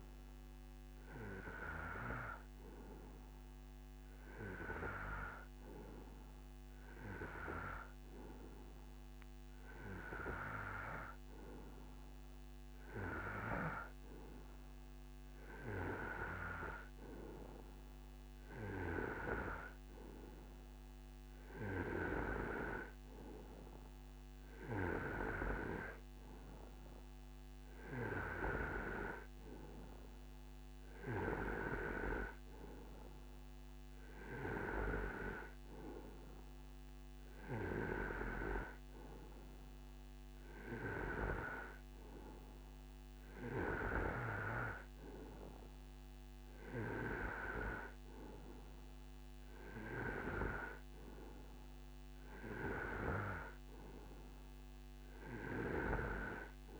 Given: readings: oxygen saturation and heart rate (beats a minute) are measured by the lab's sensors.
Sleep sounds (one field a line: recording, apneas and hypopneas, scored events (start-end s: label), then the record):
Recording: breathing in sleep by a microphone on the trachea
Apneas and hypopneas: none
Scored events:
none scored
From the record:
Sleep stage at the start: N2 (light sleep)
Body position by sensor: on the right side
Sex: male